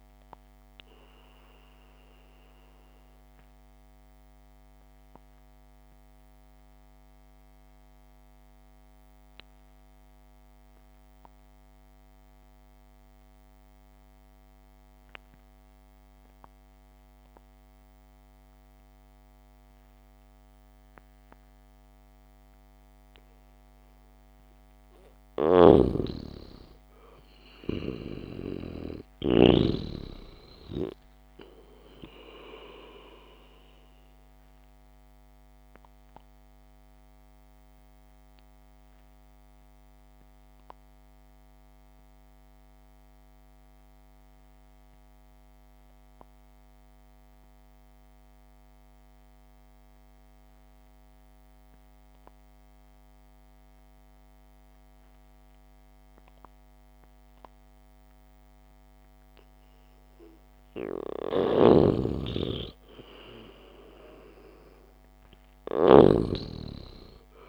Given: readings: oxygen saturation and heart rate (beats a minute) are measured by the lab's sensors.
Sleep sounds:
breathing in sleep by a microphone on the trachea; 2
0.00-9.00 s: oxygen desaturation (device-marked, oxygen 93% lowest, heart rate 60 extreme)
1.50-23.50 s: obstructive apnea (oxygen 98% before, 92% lowest, heart rate 61 before, 54 extreme, up 0 after)
24.50-28.50 s: arousal
25.50-30.00 s: snoring (device-marked)
30.00-46.00 s: oxygen desaturation (device-marked, oxygen 98% before, 93% lowest, heart rate 64 before, 54 extreme)
35.50-60.00 s: obstructive apnea (oxygen 98% before, 91% lowest, heart rate 63 before, 55 extreme, up 0 after)
61.50-65.50 s: arousal
62.00-67.49 s: snoring (device-marked)
From the record:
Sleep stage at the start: N2 (light sleep); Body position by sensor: on the back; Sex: male

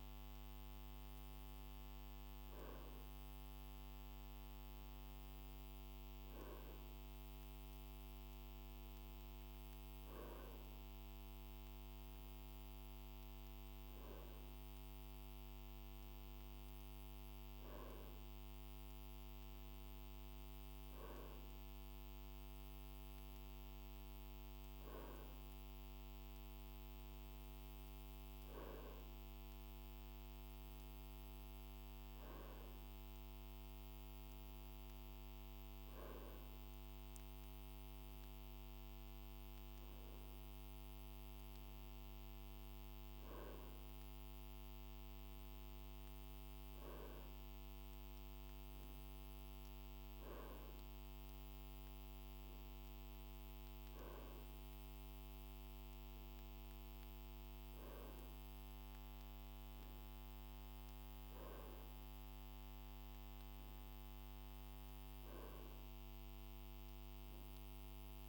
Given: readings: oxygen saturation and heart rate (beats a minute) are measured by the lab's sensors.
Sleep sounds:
breathing in sleep, hard to hear, by a microphone on the trachea; none
none scored
From the record:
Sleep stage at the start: N2 (light sleep); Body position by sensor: on the right side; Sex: male

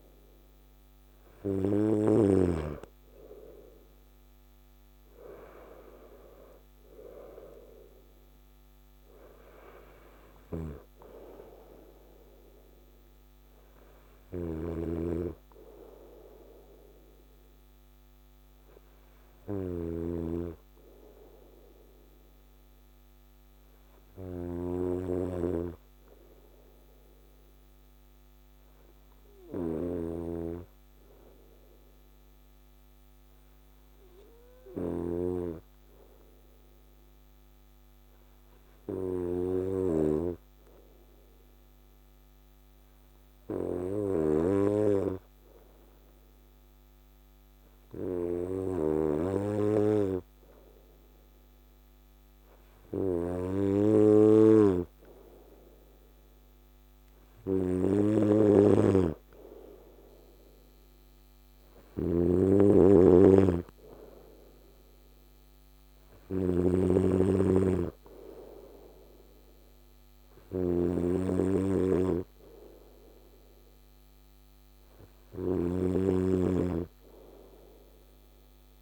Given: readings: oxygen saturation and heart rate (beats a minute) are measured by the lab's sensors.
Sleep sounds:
breathing in sleep by a microphone on the trachea; none
0.00-2.00 s: snoring (device-marked)
14.00-78.82 s: snoring (device-marked)
From the record:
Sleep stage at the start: N2 (light sleep); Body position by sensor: on the right side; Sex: male

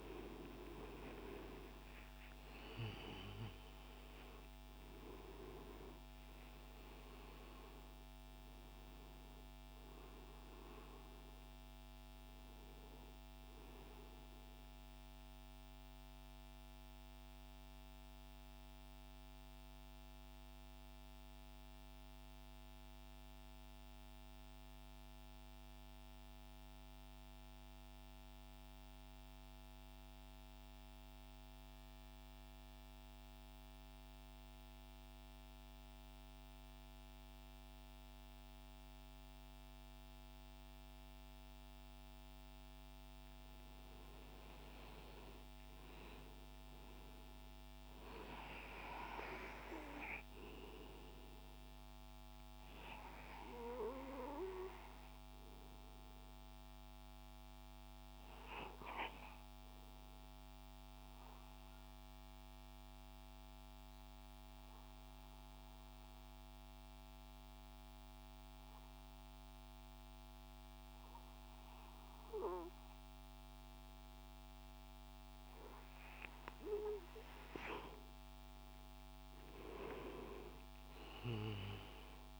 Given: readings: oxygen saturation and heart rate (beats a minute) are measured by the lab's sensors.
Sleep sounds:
breathing in sleep by a microphone on the trachea; 2
0.00-21.00 s: oxygen desaturation (device-marked, oxygen 92% lowest, heart rate 89 extreme)
15.00-43.00 s: central apnea (oxygen 99% before, 92% lowest, heart rate 118 before, 70 extreme, up 51 after)
43.00-65.00 s: oxygen desaturation (device-marked, oxygen 99% before, 94% lowest, heart rate 134 before, 64 extreme)
44.50-48.50 s: arousal
55.00-76.00 s: obstructive apnea (oxygen 99% before, 92% lowest, heart rate 140 before, 64 extreme, up 35 after)
78.00-82.40 s: oxygen desaturation (device-marked, oxygen 97% before, 92% lowest, heart rate 105 before, 41 extreme)
From the record:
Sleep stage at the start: N2 (light sleep); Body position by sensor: on the right side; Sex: male

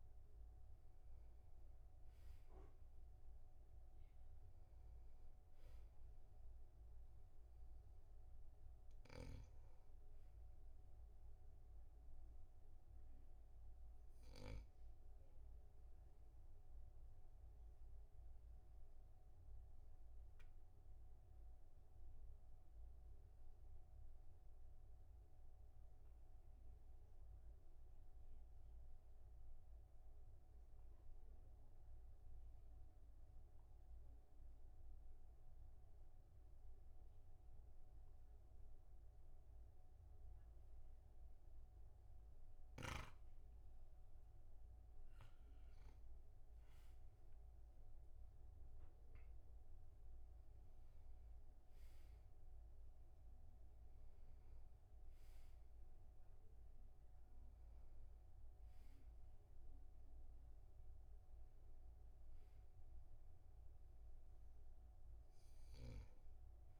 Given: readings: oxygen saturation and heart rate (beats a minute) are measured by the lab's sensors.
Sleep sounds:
breathing in sleep, hard to hear, by a room microphone; 1
10.50-28.50 s: oxygen desaturation (device-marked, oxygen 98% before, 94% lowest, heart rate 54 before, 37 extreme)
17.00-45.00 s: obstructive apnea (oxygen 99% before, 94% lowest, heart rate 51 before, 38 extreme, up 7 after)
47.50-52.00 s: arousal
From the record:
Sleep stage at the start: N2 (light sleep); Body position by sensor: on the back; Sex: male

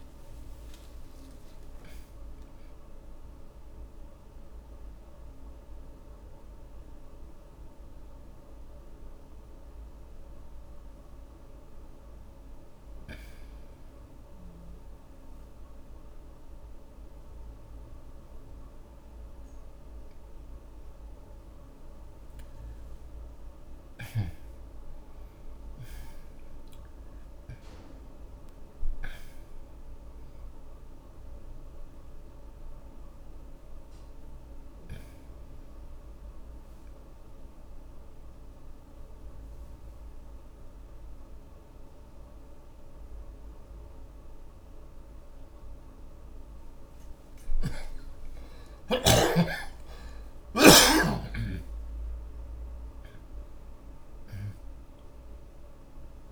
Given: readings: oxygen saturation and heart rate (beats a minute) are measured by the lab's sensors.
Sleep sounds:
breathing in sleep by a room microphone; 2
0.50-21.50 s: oxygen desaturation (device-marked, oxygen 95% before, 78% lowest)
6.00-20.00 s: mixed apnea (oxygen 95% before, 76% lowest)
21.50-26.00 s: arousal
23.50-33.50 s: oxygen desaturation (device-marked, oxygen 97% before, 91% lowest)
31.50-46.00 s: mixed apnea (oxygen 97% before, 76% lowest)
38.50-47.50 s: oxygen desaturation (device-marked, oxygen 94% before, 78% lowest)
48.00-52.50 s: arousal
From the record:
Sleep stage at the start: N2 (light sleep); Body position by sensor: on the back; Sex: male

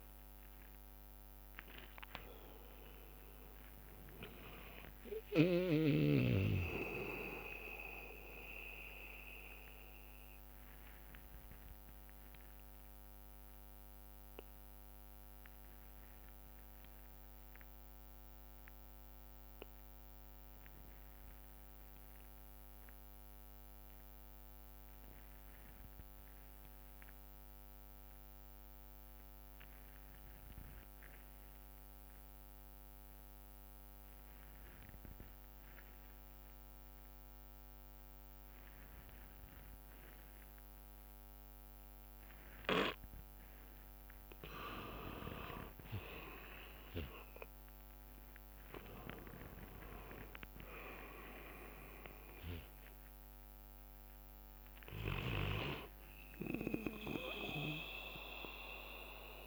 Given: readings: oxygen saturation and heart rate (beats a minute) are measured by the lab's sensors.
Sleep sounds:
breathing in sleep by a microphone on the trachea; 1
0.00-1.00 s: long interval between heartbeats (device-marked, heart rate 88 extreme)
0.00-8.00 s: drop in pulse transit time (device-marked, heart rate 67 extreme)
0.00-17.00 s: oxygen desaturation (device-marked, oxygen 86% lowest, heart rate 54 extreme)
7.00-31.00 s: bradycardia (device-marked, heart rate 66 before, 54 extreme)
10.00-43.50 s: obstructive apnea (oxygen 97% before, 85% lowest, heart rate 73 before, 52 extreme, up 20 after)
35.00-59.47 s: oxygen desaturation (device-marked, oxygen 98% before, 85% lowest, heart rate 58 before, 52 extreme)
45.50-51.50 s: arousal
49.00-51.00 s: long interval between heartbeats (device-marked, heart rate 61 before, 78 extreme)
49.00-59.47 s: drop in pulse transit time (device-marked, heart rate 61 before, 60 extreme)
57.00-59.47 s: bradycardia (device-marked, heart rate 65 before, 52 extreme)
From the record:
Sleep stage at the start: N2 (light sleep); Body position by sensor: on the back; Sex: male

